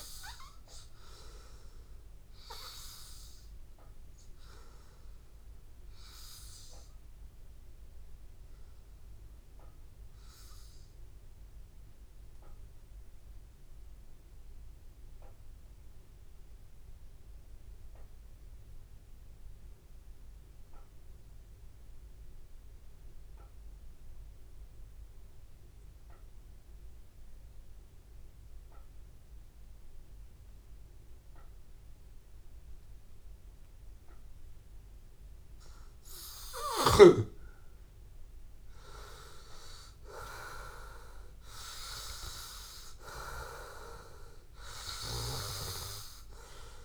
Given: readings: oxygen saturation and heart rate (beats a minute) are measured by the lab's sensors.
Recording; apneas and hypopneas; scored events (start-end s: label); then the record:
breathing in sleep by a room microphone; 1
0.00-13.00 s: oxygen desaturation (device-marked, oxygen 94% lowest, heart rate 81 extreme)
7.00-34.00 s: obstructive apnea (oxygen 97% before, 92% lowest, heart rate 82 before, 81 extreme, up 1 after)
32.00-46.85 s: oxygen desaturation (device-marked, oxygen 98% before, 92% lowest, heart rate 82 before, 81 extreme)
37.00-41.50 s: arousal
From the record:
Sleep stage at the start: N2 (light sleep); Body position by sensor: on the back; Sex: male